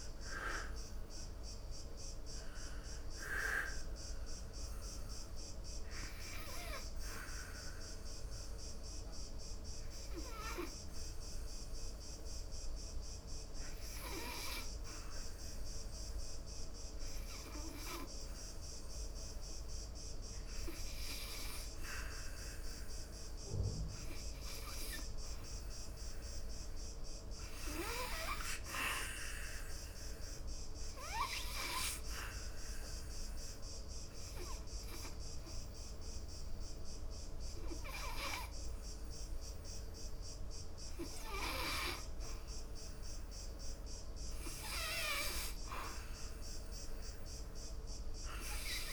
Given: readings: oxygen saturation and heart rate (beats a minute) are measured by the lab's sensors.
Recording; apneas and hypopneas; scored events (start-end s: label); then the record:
breathing in sleep by a room microphone; 2
0.00-26.00 s: oxygen desaturation (device-marked, oxygen 77% lowest, heart rate 69 extreme)
5.00-24.50 s: hypopnea (oxygen 94% before, 77% lowest, heart rate 76 before, 69 extreme, up 4 after)
26.00-29.00 s: arousal
29.00-31.00 s: long interval between heartbeats (device-marked, heart rate 75 before, 70 extreme)
32.00-34.00 s: long interval between heartbeats (device-marked, heart rate 73 before, 72 extreme)
32.00-44.50 s: obstructive apnea (oxygen 99% before, 86% lowest, heart rate 73 before, 70 extreme, up 5 after)
38.00-48.93 s: oxygen desaturation (device-marked, oxygen 99% before, 89% lowest, heart rate 72 before, 70 extreme)
46.50-48.93 s: arousal
From the record:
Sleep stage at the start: N2 (light sleep); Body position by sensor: on the back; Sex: male